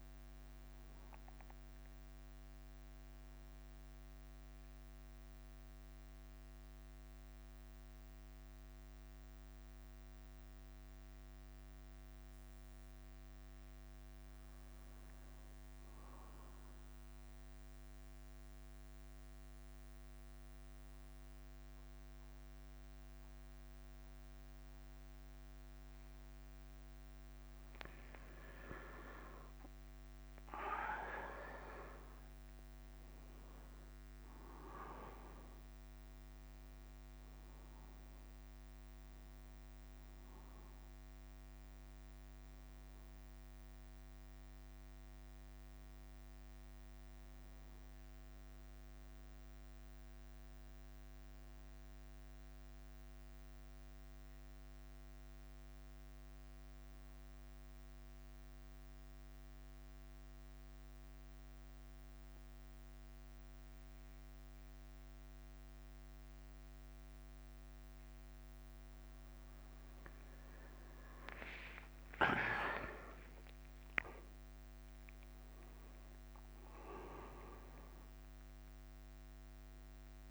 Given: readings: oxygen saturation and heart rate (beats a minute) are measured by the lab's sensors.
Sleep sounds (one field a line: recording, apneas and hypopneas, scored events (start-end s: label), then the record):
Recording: breathing in sleep by a microphone on the trachea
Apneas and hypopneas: 2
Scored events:
0.00-7.00 s: oxygen desaturation (device-marked, oxygen 91% lowest, heart rate 52 extreme)
0.00-73.00 s: bradycardia (device-marked, heart rate 52 extreme)
9.50-13.00 s: arousal
18.00-28.50 s: obstructive apnea (oxygen 99% before, 93% lowest, heart rate 55 before, 53 extreme, up 6 after)
27.00-43.00 s: oxygen desaturation (device-marked, oxygen 98% before, 94% lowest, heart rate 53 before, 52 extreme)
29.50-33.50 s: arousal
52.50-55.50 s: arousal
58.50-70.50 s: mixed apnea (oxygen 97% before, 92% lowest, heart rate 56 before, 49 extreme, up 8 after)
71.50-75.50 s: arousal
75.00-80.31 s: oxygen desaturation (device-marked, oxygen 98% before, 92% lowest, heart rate 54 before, 48 extreme)
From the record:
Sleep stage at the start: N2 (light sleep)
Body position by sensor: on the back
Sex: male